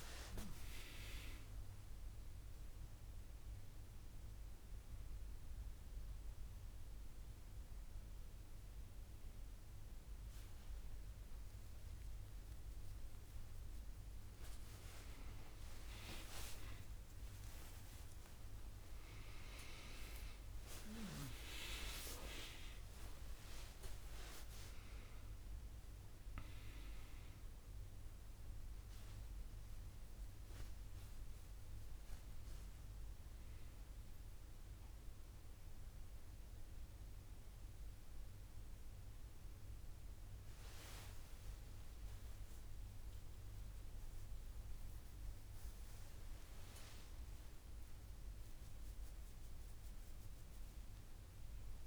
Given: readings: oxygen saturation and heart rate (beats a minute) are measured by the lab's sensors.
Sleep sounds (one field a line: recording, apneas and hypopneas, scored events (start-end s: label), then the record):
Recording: a person awake in a sleep study, by a room microphone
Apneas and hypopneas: none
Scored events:
none scored
From the record:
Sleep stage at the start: awake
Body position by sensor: on the back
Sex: female